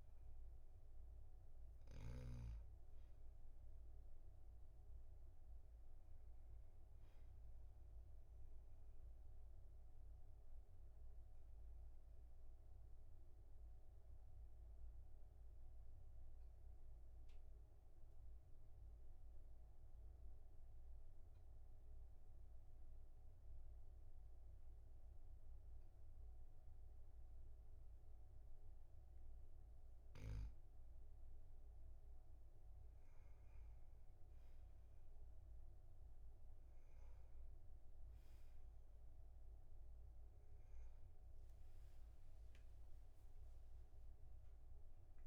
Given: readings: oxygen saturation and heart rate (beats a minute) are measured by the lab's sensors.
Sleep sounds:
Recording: breathing in sleep, hard to hear, by a room microphone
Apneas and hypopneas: 1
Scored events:
10.00-28.50 s: obstructive apnea (oxygen 98% before, 96% lowest, heart rate 48 before, 40 extreme, up 10 after)
29.50-33.00 s: arousal
From the record:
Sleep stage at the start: N2 (light sleep)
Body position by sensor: on the back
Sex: male

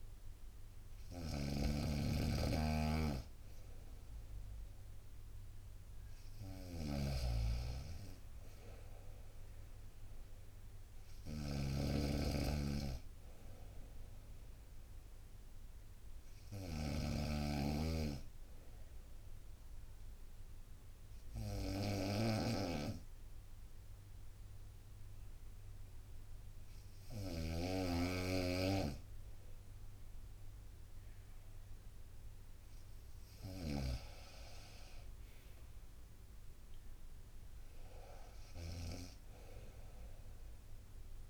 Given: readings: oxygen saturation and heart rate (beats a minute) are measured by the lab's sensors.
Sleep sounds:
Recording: breathing in sleep by a room microphone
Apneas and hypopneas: 1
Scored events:
0.00-33.50 s: snoring (device-marked)
6.00-17.00 s: drop in pulse transit time (device-marked, heart rate 63 before, 60 extreme)
17.50-28.50 s: obstructive apnea (oxygen 96% before, 94% lowest, heart rate 62 before, 57 extreme, up 3 after)
30.50-33.50 s: arousal
From the record:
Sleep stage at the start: N2 (light sleep)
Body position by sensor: on the right side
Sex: female

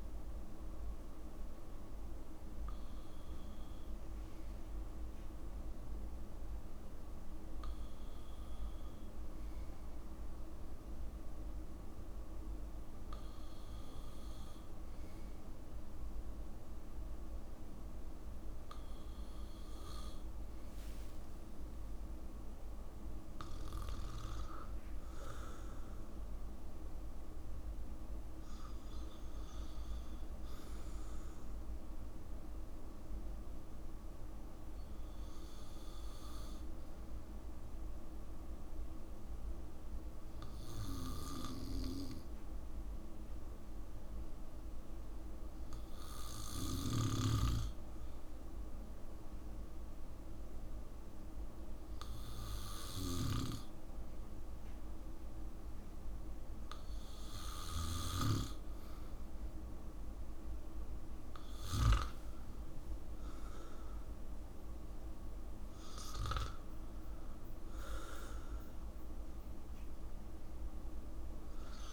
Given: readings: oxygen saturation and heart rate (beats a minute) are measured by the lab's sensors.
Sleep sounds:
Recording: breathing in sleep by a room microphone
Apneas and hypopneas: 1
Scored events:
21.00-23.00 s: long interval between heartbeats (device-marked, heart rate 66 before, 77 extreme)
21.50-25.50 s: arousal
34.00-53.00 s: hypopnea (oxygen 95% before, 91% lowest, heart rate 68 before, 56 extreme, up 3 after)
62.00-66.00 s: arousal
62.00-71.92 s: oxygen desaturation (device-marked, oxygen 95% before, 91% lowest, heart rate 66 before, 56 extreme)
From the record:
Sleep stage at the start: N2 (light sleep)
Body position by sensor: on the back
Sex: male

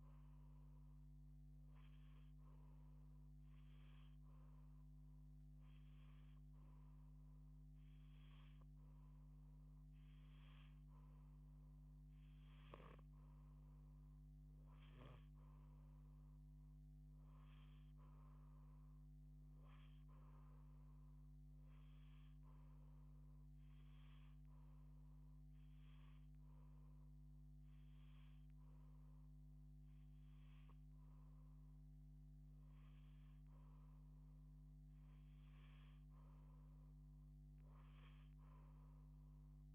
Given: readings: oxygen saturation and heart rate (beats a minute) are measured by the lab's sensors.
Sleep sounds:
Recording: breathing in sleep, hard to hear, by a microphone on the trachea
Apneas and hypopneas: 1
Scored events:
16.50-20.50 s: arousal
23.00-33.00 s: hypopnea (oxygen 90% before, 88% lowest)
35.50-39.50 s: arousal
From the record:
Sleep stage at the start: N2 (light sleep)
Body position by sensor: on the back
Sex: female

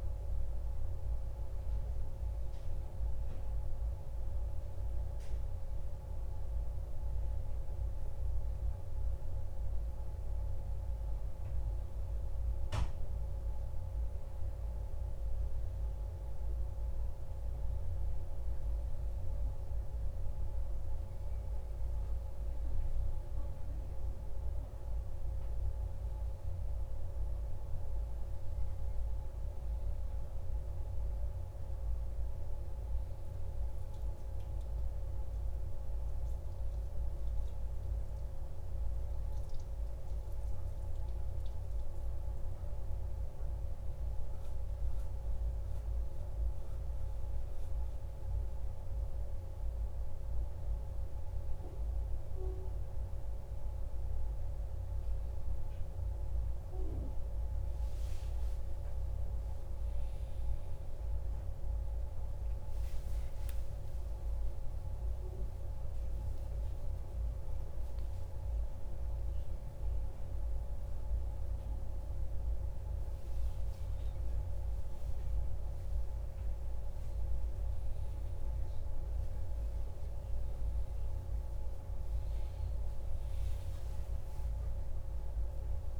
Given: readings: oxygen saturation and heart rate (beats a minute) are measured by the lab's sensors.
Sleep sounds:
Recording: a person partly awake in a sleep study, hard to hear, by a room microphone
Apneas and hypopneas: none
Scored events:
6.00-11.00 s: arousal
56.50-86.00 s: new sleep stage, awake
From the record:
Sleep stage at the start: N1 (lightest sleep)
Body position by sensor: on the back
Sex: male

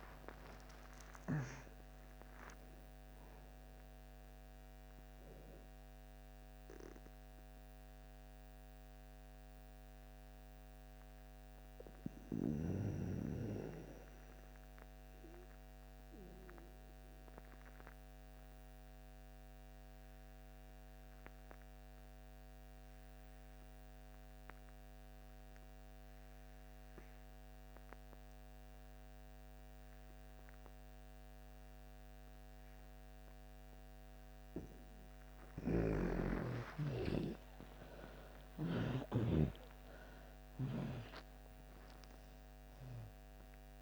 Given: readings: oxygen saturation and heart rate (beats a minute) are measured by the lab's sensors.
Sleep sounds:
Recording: breathing in sleep by a microphone on the trachea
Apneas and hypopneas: 1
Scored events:
0.00-1.50 s: arousal
0.00-20.50 s: oxygen desaturation (device-marked, oxygen 82% lowest)
7.50-34.00 s: mixed apnea (oxygen 98% before, 78% lowest)
32.50-43.82 s: oxygen desaturation (device-marked, oxygen 98% before, 78% lowest)
35.00-39.00 s: snoring (device-marked)
35.50-39.00 s: arousal
From the record:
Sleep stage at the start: N2 (light sleep)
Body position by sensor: on the back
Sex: female

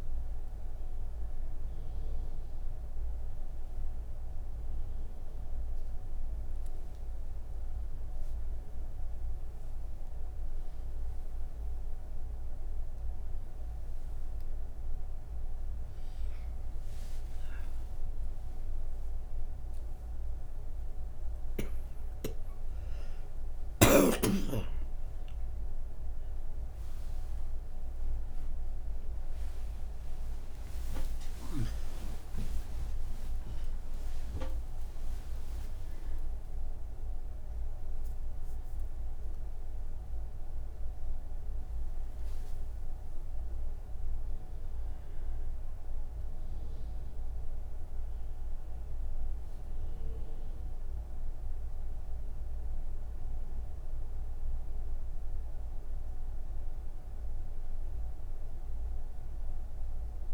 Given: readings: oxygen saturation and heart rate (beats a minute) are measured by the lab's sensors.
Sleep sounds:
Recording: breathing in sleep, hard to hear, by a room microphone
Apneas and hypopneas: none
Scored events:
none scored
From the record:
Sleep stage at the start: N3 (deep sleep)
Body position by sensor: on the right side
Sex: female

